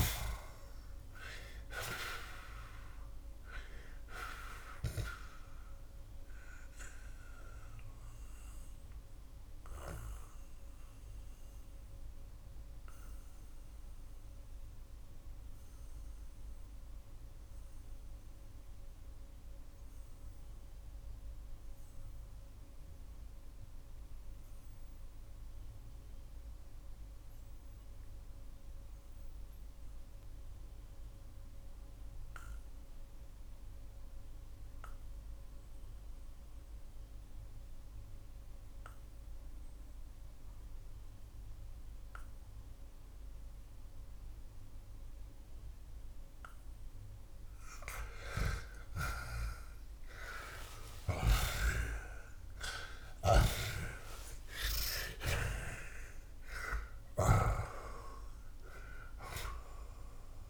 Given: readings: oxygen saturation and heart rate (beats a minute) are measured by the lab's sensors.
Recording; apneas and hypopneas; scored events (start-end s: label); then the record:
breathing in sleep by a room microphone; 1
6.50-46.50 s: obstructive apnea (oxygen 95% before, 76% lowest)
7.00-17.00 s: oxygen desaturation (device-marked, oxygen 94% before, 88% lowest)
24.00-37.00 s: oxygen desaturation (device-marked, oxygen 89% before, 76% lowest)
47.50-52.50 s: arousal
56.00-60.50 s: oxygen desaturation (device-marked, oxygen 92% before, 89% lowest)
From the record:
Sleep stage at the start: REM sleep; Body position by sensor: on the back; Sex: male